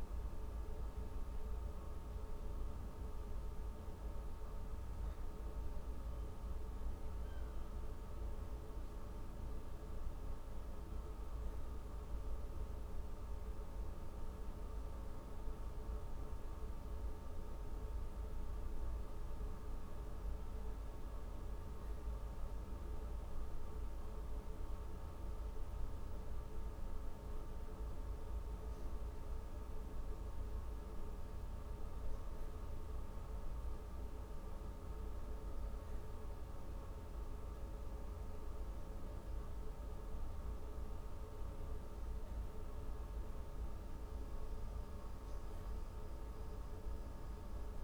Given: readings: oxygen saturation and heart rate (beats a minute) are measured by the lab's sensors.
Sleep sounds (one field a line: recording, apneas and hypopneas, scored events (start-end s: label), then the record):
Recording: breathing in sleep, hard to hear, by a room microphone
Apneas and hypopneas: none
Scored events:
none scored
From the record:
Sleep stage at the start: N2 (light sleep)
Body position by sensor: on the back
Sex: female